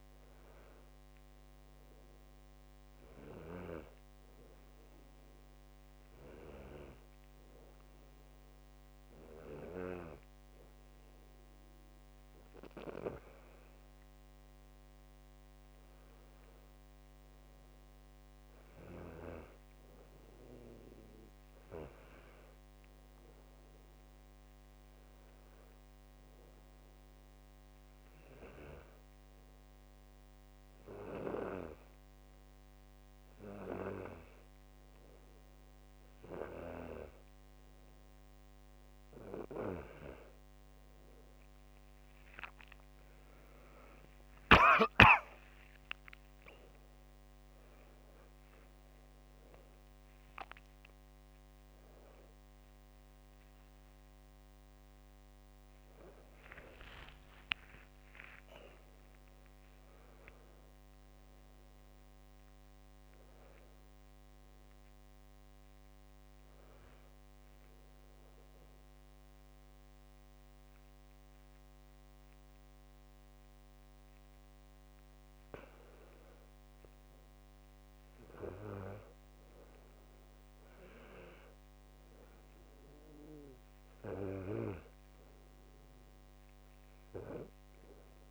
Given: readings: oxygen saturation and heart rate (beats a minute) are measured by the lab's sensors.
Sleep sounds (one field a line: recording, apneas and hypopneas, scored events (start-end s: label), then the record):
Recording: breathing in sleep by a microphone on the trachea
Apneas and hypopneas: 1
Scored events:
3.00-14.50 s: hypopnea (oxygen 98% before, 95% lowest, heart rate 69 before, 66 extreme, up 5 after)
16.50-20.00 s: arousal
53.50-58.50 s: arousal
85.50-88.31 s: oxygen desaturation (device-marked, oxygen 100% before, 95% lowest, heart rate 75 before, 65 extreme)
From the record:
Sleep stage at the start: N2 (light sleep)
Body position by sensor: on the back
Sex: male